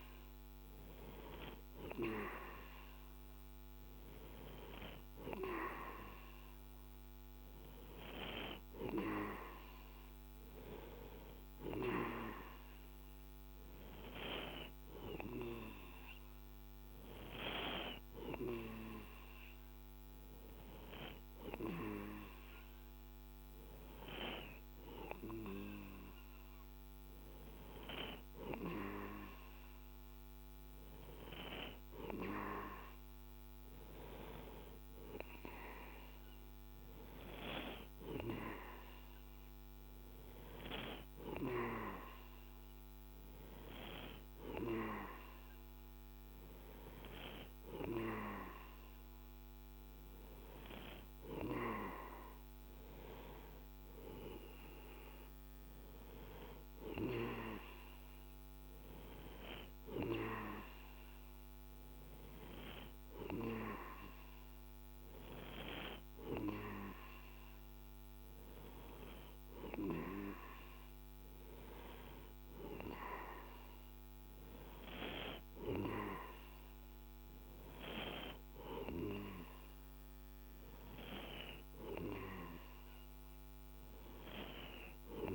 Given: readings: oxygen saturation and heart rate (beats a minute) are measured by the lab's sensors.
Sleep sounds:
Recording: breathing in sleep by a microphone on the trachea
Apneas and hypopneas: none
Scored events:
none scored
From the record:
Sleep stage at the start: N2 (light sleep)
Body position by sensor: on the right side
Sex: male

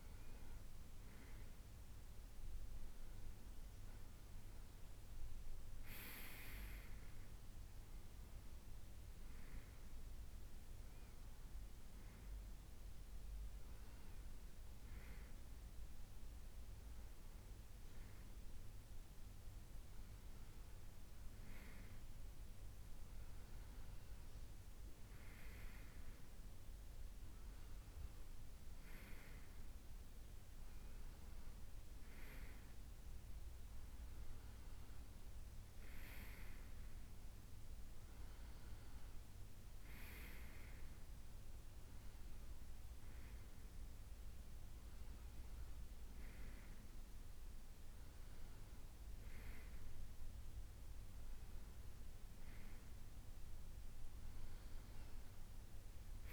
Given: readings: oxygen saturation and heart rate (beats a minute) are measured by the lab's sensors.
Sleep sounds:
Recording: breathing in sleep by a room microphone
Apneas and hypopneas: none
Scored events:
0.00-8.50 s: oxygen desaturation (device-marked, oxygen 93% lowest, heart rate 78 extreme)
From the record:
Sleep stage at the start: N2 (light sleep)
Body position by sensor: on the back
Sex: male

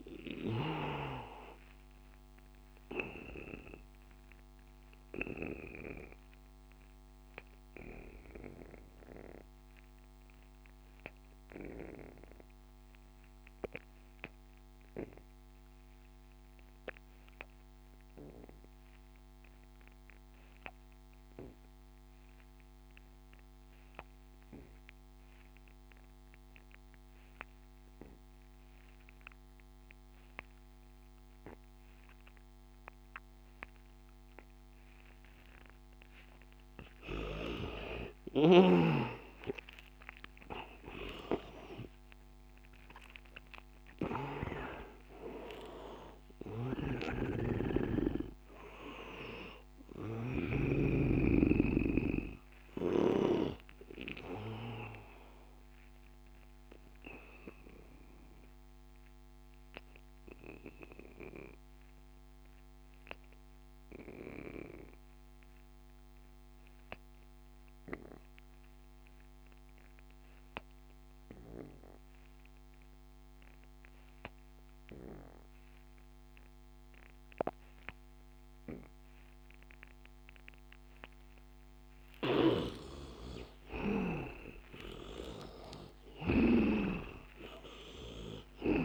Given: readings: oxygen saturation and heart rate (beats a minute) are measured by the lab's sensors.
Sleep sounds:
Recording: breathing in sleep by a microphone on the trachea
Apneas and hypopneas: 2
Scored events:
0.00-1.00 s: snoring (device-marked)
0.00-18.50 s: oxygen desaturation (device-marked, oxygen 82% lowest, heart rate 76 extreme)
3.50-36.00 s: obstructive apnea (oxygen 99% before, 75% lowest, heart rate 91 before, 76 extreme, up 14 after)
27.50-62.50 s: oxygen desaturation (device-marked, oxygen 99% before, 75% lowest, heart rate 85 before, 76 extreme)
38.00-44.50 s: snoring (device-marked)
40.00-44.00 s: arousal
46.50-53.50 s: snoring (device-marked)
57.00-81.50 s: obstructive apnea (oxygen 98% before, 75% lowest, heart rate 89 before, 82 extreme, up 11 after)
74.50-88.85 s: oxygen desaturation (device-marked, oxygen 100% before, 79% lowest, heart rate 86 before, 81 extreme)
82.00-86.50 s: snoring (device-marked)
84.50-88.50 s: arousal
From the record:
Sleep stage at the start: N2 (light sleep)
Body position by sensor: on the back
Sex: male

